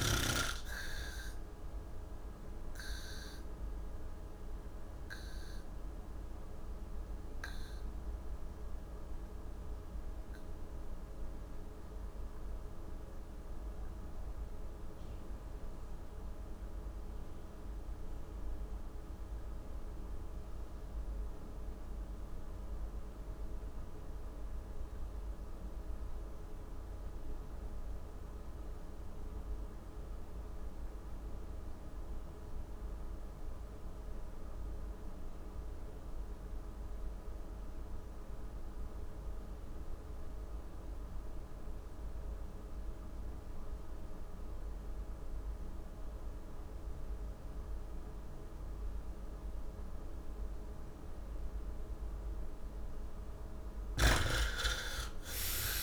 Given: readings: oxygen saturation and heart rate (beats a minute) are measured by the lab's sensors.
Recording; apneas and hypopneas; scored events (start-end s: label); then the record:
breathing in sleep, hard to hear, by a room microphone; 1
0.00-19.50 s: oxygen desaturation (device-marked, oxygen 68% lowest, heart rate 58 extreme)
2.00-51.00 s: mixed apnea (oxygen 97% before, 62% lowest, heart rate 142 before, 58 extreme, up 8 after)
21.50-55.82 s: oxygen desaturation (device-marked, oxygen 97% before, 62% lowest, heart rate 145 before, 58 extreme)
From the record:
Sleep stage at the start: N1 (lightest sleep); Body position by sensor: on the back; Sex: male